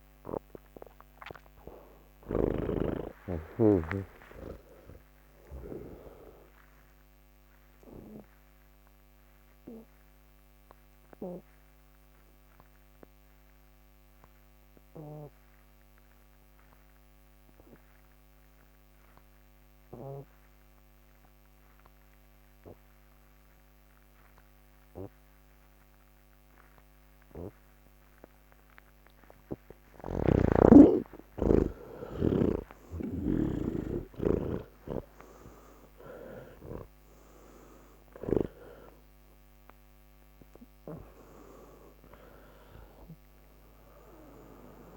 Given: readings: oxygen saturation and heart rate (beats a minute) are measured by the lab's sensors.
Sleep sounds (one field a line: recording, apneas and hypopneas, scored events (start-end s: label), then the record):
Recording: breathing in sleep by a microphone on the trachea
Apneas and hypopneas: 1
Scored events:
0.00-15.00 s: oxygen desaturation (device-marked, oxygen 78% lowest, heart rate 106 extreme)
6.00-29.50 s: obstructive apnea (oxygen 98% before, 78% lowest, heart rate 126 before, 106 extreme, up 17 after)
26.00-35.00 s: oxygen desaturation (device-marked, oxygen 99% before, 91% lowest, heart rate 140 before, 118 extreme)
26.00-44.97 s: new sleep stage, N1 (lightest sleep)
30.00-33.50 s: snoring (device-marked)
43.00-44.97 s: oxygen desaturation (device-marked, oxygen 94% before, 83% lowest, heart rate 153 before, 116 extreme)
From the record:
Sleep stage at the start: N3 (deep sleep)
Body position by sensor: on the back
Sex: male